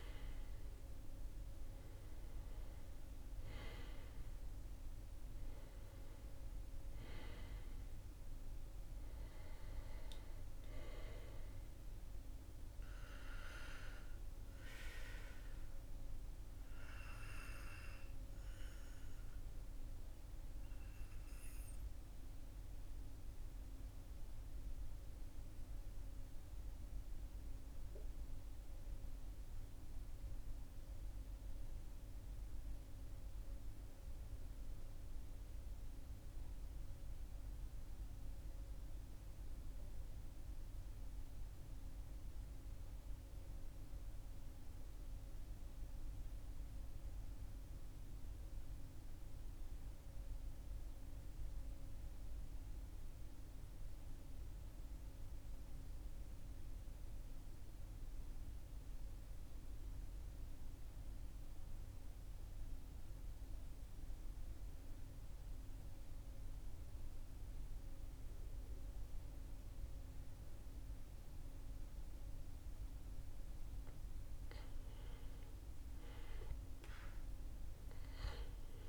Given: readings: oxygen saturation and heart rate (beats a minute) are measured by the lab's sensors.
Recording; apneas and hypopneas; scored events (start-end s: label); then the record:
breathing in sleep by a room microphone; 1
0.00-1.50 s: arousal
19.00-31.00 s: oxygen desaturation (device-marked, oxygen 93% before, 90% lowest, heart rate 43 before, 39 extreme)
19.50-72.50 s: mixed apnea (oxygen 96% before, 89% lowest, heart rate 43 before, 39 extreme, up 5 after)
74.50-78.89 s: arousal
From the record:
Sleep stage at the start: N2 (light sleep); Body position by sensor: on the back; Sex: male